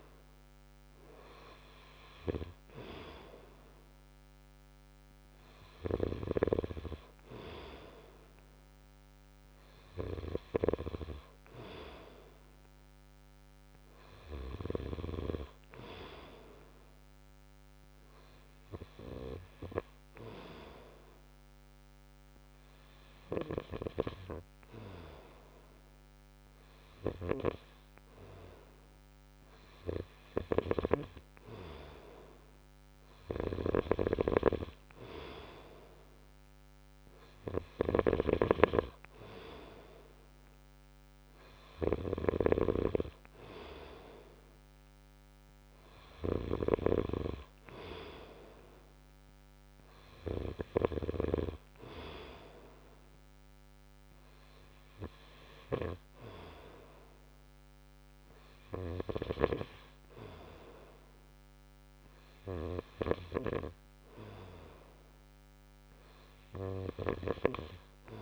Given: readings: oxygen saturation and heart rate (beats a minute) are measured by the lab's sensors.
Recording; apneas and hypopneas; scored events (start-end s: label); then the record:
breathing in sleep by a microphone on the trachea; none
33.50-43.00 s: snoring (device-marked)
59.00-63.50 s: snoring (device-marked)
From the record:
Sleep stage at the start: N2 (light sleep); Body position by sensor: on the right side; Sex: male